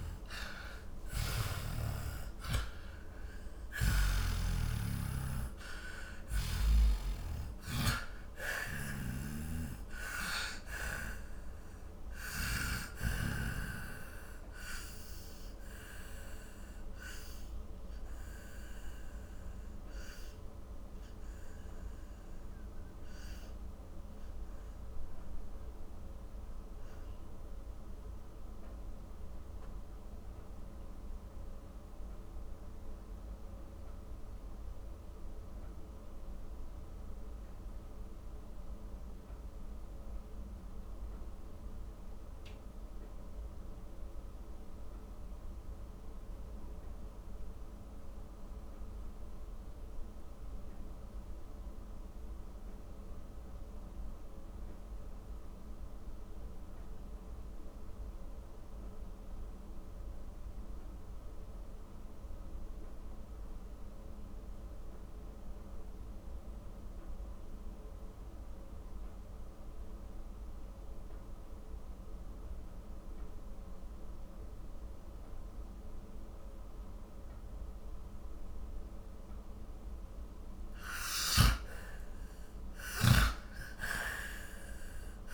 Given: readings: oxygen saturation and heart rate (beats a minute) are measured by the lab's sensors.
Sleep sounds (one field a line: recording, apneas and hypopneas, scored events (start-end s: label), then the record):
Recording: breathing in sleep by a room microphone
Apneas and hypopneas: 1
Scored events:
0.00-3.50 s: arousal
0.00-4.50 s: snoring (device-marked)
0.00-50.50 s: oxygen desaturation (device-marked, oxygen 84% lowest, heart rate 34 extreme)
9.00-13.50 s: snoring (device-marked)
16.00-80.00 s: mixed apnea (oxygen 96% before, 80% lowest, heart rate 65 before, 34 extreme, up 32 after)
69.50-85.34 s: oxygen desaturation (device-marked, oxygen 99% before, 80% lowest, heart rate 46 before, 40 extreme)
81.00-85.34 s: snoring (device-marked)
82.00-85.34 s: arousal
From the record:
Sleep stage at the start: N2 (light sleep)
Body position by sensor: on the back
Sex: male